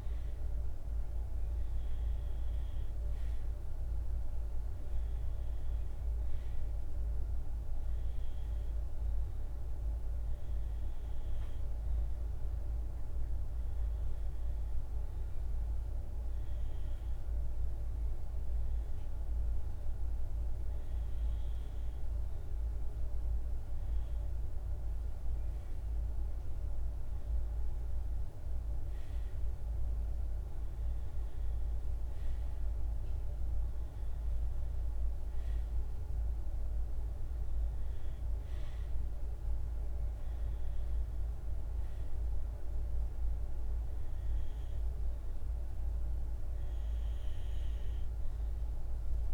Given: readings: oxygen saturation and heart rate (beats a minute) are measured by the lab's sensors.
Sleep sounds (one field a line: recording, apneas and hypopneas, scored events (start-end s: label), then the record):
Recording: breathing in sleep, hard to hear, by a room microphone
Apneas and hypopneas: none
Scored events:
32.50-47.50 s: oxygen desaturation (device-marked, oxygen 94% before, 91% lowest, heart rate 57 before, 55 extreme)
From the record:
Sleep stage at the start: REM sleep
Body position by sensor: on the right side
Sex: male